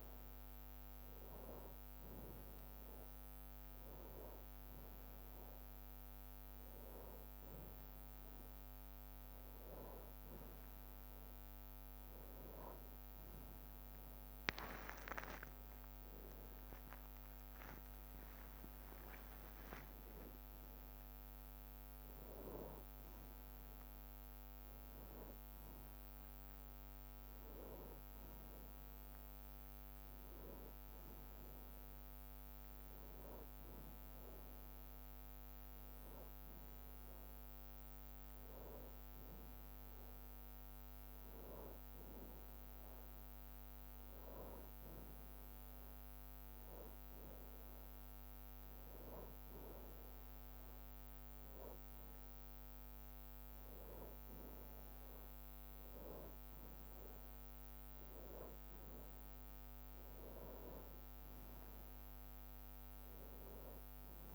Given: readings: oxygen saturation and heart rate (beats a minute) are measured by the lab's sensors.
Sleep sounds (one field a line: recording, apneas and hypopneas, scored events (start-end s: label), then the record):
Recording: a person awake in a sleep study, by a microphone on the trachea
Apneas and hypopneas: none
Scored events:
4.00-6.00 s: long interval between heartbeats (device-marked, heart rate 63 before, 66 extreme)
49.00-56.00 s: bradycardia (device-marked, heart rate 63 before, 56 extreme)
From the record:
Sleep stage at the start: awake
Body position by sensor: on the back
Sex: male